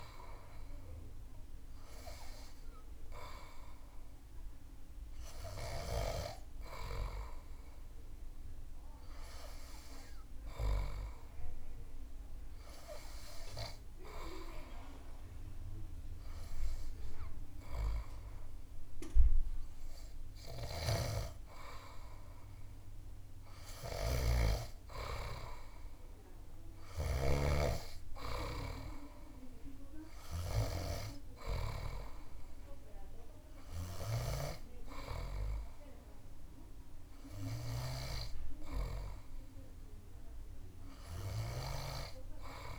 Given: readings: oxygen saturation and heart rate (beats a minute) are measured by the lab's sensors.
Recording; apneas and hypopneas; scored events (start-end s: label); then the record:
breathing in sleep by a room microphone; 1
11.00-22.50 s: hypopnea (oxygen 98% before, 96% lowest)
23.50-27.00 s: snoring (device-marked)
24.50-27.50 s: arousal
From the record:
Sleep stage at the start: N2 (light sleep); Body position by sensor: on the back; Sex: male